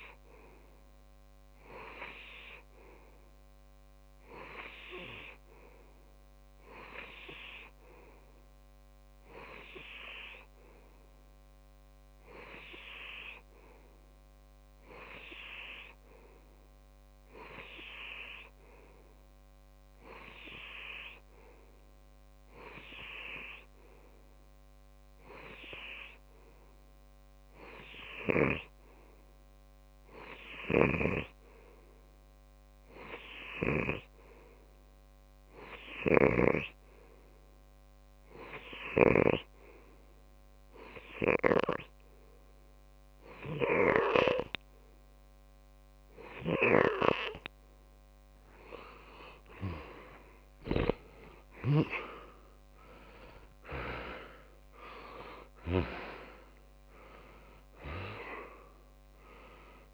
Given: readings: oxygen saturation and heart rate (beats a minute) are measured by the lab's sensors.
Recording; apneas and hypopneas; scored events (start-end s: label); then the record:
breathing in sleep by a microphone on the trachea; 1
31.00-37.00 s: snoring (device-marked)
36.50-48.50 s: hypopnea (oxygen 97% before, 94% lowest)
From the record:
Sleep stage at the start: N2 (light sleep); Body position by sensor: on the left side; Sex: male